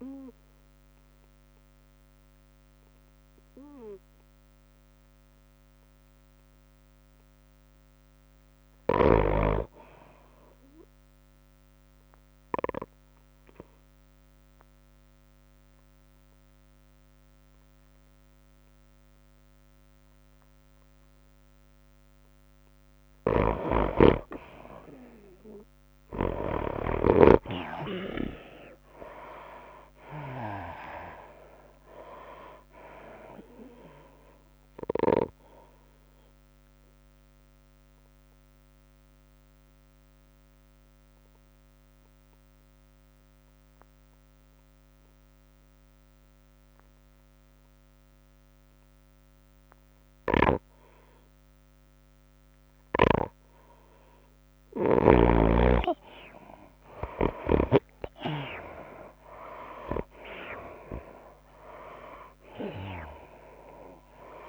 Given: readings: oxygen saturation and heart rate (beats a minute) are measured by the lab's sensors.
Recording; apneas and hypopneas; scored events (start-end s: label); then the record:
breathing in sleep by a microphone on the trachea; 2
0.00-2.50 s: drop in pulse transit time (device-marked, heart rate 94 extreme)
0.00-5.50 s: oxygen desaturation (device-marked, oxygen 69% lowest, heart rate 91 extreme)
2.00-4.00 s: long interval between heartbeats (device-marked, heart rate 97 before, 105 extreme)
7.50-43.50 s: oxygen desaturation (device-marked, oxygen 98% before, 76% lowest, heart rate 103 before, 96 extreme)
13.00-23.50 s: obstructive apnea (oxygen 98% before, 76% lowest, heart rate 102 before, 96 extreme, up 4 after)
24.00-27.50 s: snoring (device-marked)
27.50-42.50 s: drop in pulse transit time (device-marked, heart rate 98 before, 97 extreme)
27.50-43.50 s: tachycardia (device-marked, heart rate 96 before, 107 extreme)
28.00-32.50 s: arousal
36.50-52.50 s: obstructive apnea (oxygen 98% before, 76% lowest, heart rate 100 before, 96 extreme, up 5 after)
50.50-64.49 s: oxygen desaturation (device-marked, oxygen 97% before, 77% lowest, heart rate 104 before, 94 extreme)
56.50-64.49 s: tachycardia (device-marked, heart rate 97 before, 107 extreme)
59.50-64.00 s: arousal
60.50-64.49 s: drop in pulse transit time (device-marked, heart rate 100 before, 102 extreme)
From the record:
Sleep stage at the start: N2 (light sleep); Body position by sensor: on the right side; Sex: female